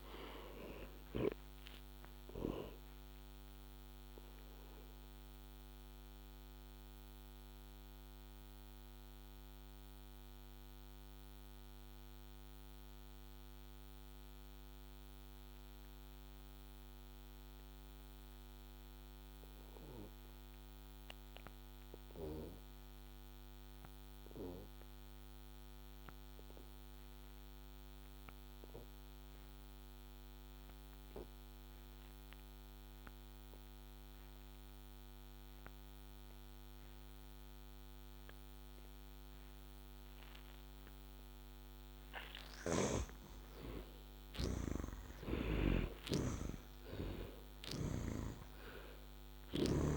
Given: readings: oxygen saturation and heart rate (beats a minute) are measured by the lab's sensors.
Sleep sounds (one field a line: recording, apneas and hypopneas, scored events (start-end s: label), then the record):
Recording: breathing in sleep by a microphone on the trachea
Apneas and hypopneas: 1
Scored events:
3.50-41.00 s: mixed apnea (heart rate 73 before, 59 extreme, up 25 after)
42.00-45.50 s: snoring (device-marked)
44.00-49.00 s: arousal
47.50-49.97 s: snoring (device-marked)
From the record:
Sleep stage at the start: N2 (light sleep)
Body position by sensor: on the back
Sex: male